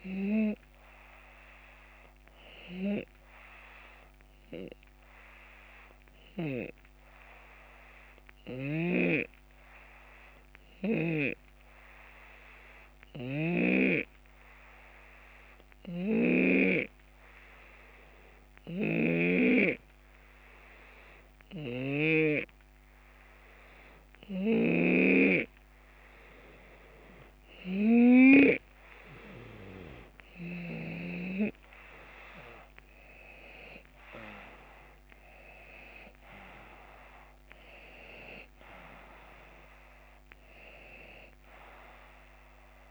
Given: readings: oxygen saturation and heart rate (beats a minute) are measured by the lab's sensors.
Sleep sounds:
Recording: breathing in sleep by a microphone on the trachea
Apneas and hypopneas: 1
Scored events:
3.00-27.00 s: hypopnea (oxygen 94% before, 90% lowest, heart rate 78 before, 72 extreme, up 8 after)
8.50-13.50 s: snoring (device-marked)
15.50-22.00 s: snoring (device-marked)
24.00-30.50 s: snoring (device-marked)
30.00-34.50 s: arousal
32.50-42.91 s: drop in pulse transit time (device-marked, heart rate 74 before, 78 extreme)
From the record:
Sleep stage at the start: N2 (light sleep)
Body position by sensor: on the left side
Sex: male

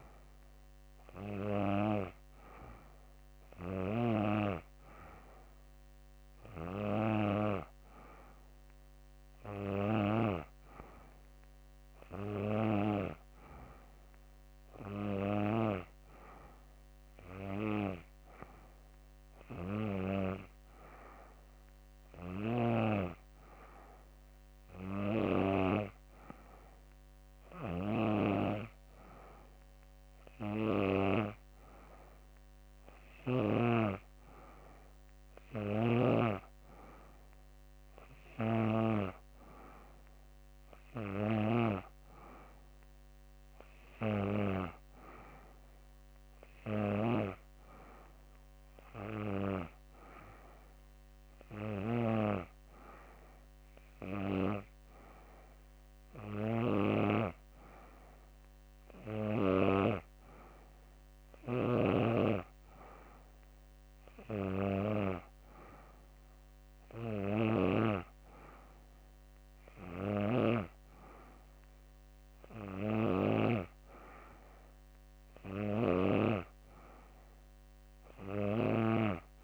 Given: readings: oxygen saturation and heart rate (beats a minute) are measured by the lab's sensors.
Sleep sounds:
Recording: breathing in sleep by a microphone on the trachea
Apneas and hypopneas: none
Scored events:
none scored
From the record:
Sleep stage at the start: N3 (deep sleep)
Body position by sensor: on the back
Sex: female

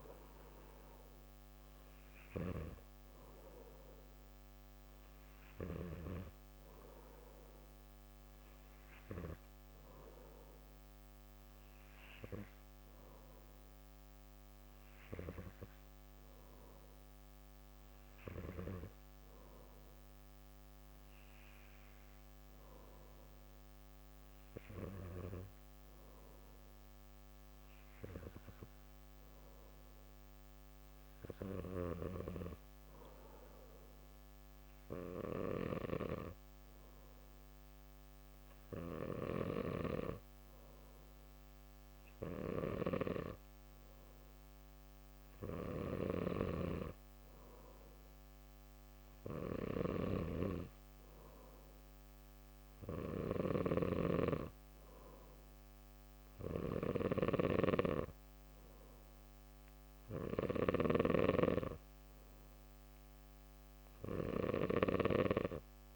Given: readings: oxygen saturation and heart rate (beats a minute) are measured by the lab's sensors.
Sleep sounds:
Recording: breathing in sleep by a microphone on the trachea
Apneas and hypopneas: none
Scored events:
0.00-1.00 s: arousal
From the record:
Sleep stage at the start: N2 (light sleep)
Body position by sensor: on the back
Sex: male

